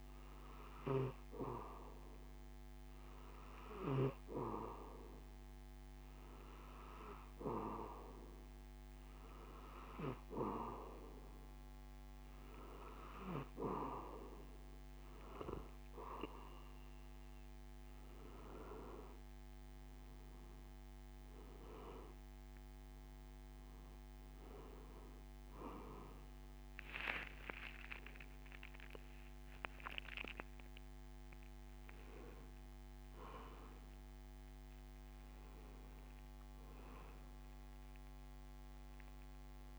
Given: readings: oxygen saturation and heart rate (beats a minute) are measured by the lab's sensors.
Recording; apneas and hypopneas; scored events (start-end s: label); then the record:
breathing in sleep by a microphone on the trachea; none
27.00-32.00 s: arousal
From the record:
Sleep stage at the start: N2 (light sleep); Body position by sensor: on the back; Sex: male